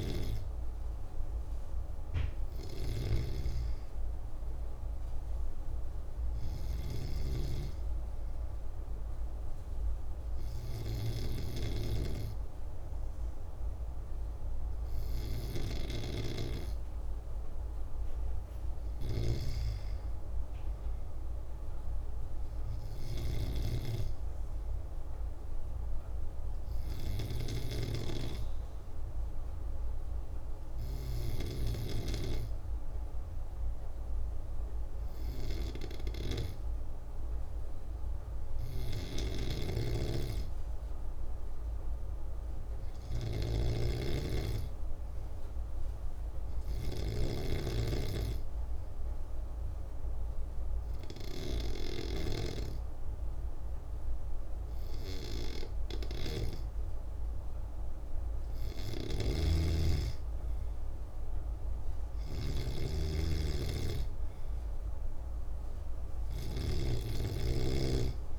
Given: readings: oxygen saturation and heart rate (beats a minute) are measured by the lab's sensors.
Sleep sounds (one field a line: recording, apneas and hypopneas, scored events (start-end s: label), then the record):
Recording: breathing in sleep by a room microphone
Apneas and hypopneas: 1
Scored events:
0.00-23.00 s: snoring (device-marked)
39.00-52.00 s: snoring (device-marked)
46.50-58.00 s: obstructive apnea (oxygen 96% before, 91% lowest, heart rate 107 before, 56 extreme, up 58 after)
58.50-68.39 s: snoring (device-marked)
59.50-64.50 s: arousal
From the record:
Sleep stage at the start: N2 (light sleep)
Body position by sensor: on the back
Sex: male